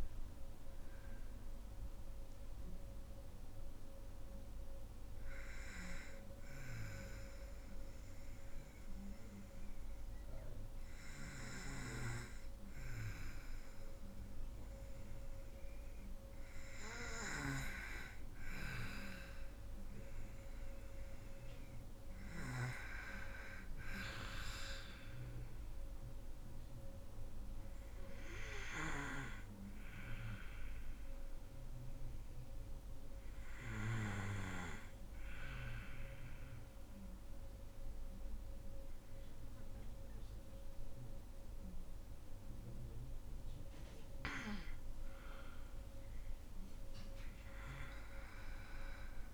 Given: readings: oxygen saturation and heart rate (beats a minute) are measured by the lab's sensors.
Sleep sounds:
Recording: breathing in sleep by a room microphone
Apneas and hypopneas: 2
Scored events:
1.50-15.50 s: obstructive apnea (oxygen 99% before, 92% lowest, heart rate 58 before, 52 extreme, up 7 after)
18.00-22.50 s: arousal
20.00-38.00 s: oxygen desaturation (device-marked, oxygen 98% before, 95% lowest, heart rate 56 before, 53 extreme)
34.50-44.50 s: obstructive apnea (oxygen 98% before, 92% lowest, heart rate 58 before, 53 extreme, up 19 after)
47.00-49.33 s: arousal
From the record:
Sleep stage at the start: N2 (light sleep)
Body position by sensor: on the back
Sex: female

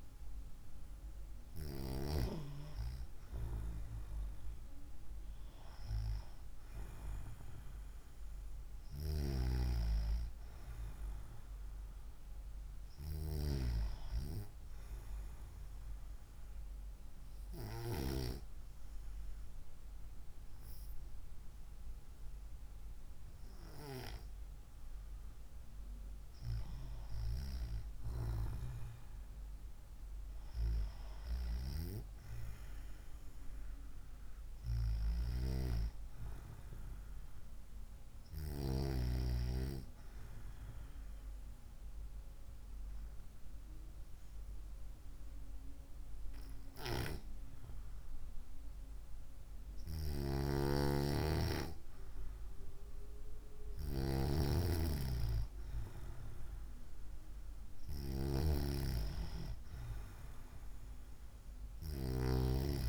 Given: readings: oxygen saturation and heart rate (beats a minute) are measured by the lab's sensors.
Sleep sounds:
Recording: breathing in sleep by a room microphone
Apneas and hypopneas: 2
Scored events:
17.00-27.00 s: hypopnea (oxygen 96% before, 94% lowest, heart rate 60 before, 58 extreme, up 4 after)
29.00-32.50 s: arousal
41.00-51.00 s: hypopnea (oxygen 96% before, 94% lowest, heart rate 61 before, 55 extreme, up 1 after)
54.50-58.00 s: arousal
From the record:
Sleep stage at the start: N2 (light sleep)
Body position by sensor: on the right side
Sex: female

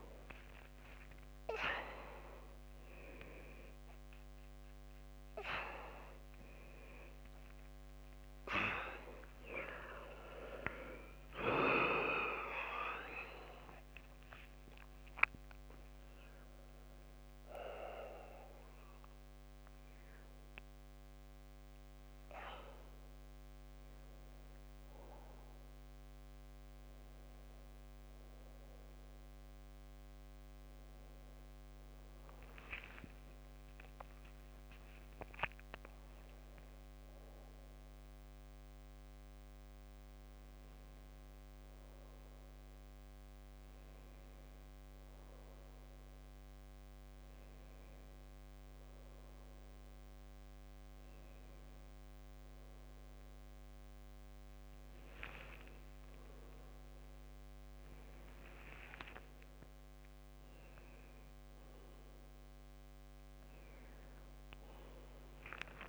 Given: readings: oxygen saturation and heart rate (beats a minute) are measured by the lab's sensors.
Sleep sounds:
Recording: a person partly awake in a sleep study, by a microphone on the trachea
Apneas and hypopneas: none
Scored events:
0.00-1.00 s: long interval between heartbeats (device-marked, heart rate 145 extreme)
1.00-3.00 s: long interval between heartbeats (device-marked, heart rate 144 before, 163 extreme)
8.00-10.00 s: long interval between heartbeats (device-marked, heart rate 151 before, 138 extreme)
9.50-65.88 s: new sleep stage, N1 (lightest sleep)
10.00-12.00 s: long interval between heartbeats (device-marked, heart rate 150 before, 185 extreme)
14.00-16.00 s: long interval between heartbeats (device-marked, heart rate 154 before, 161 extreme)
From the record:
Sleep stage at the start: awake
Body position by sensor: upright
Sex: male

